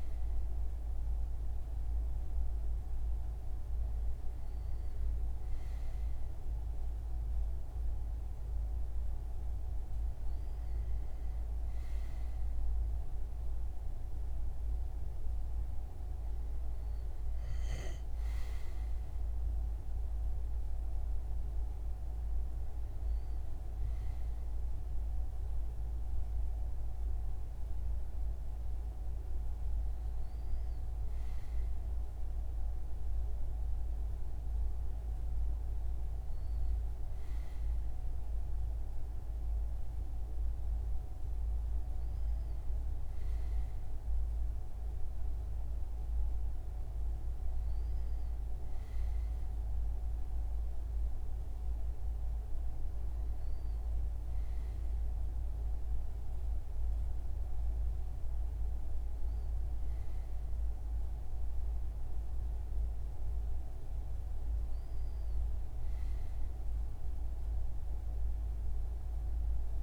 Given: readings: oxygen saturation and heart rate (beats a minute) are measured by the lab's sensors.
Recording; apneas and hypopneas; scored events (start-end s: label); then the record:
breathing in sleep, hard to hear, by a room microphone; none
none scored
From the record:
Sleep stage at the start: N2 (light sleep); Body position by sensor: on the front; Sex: male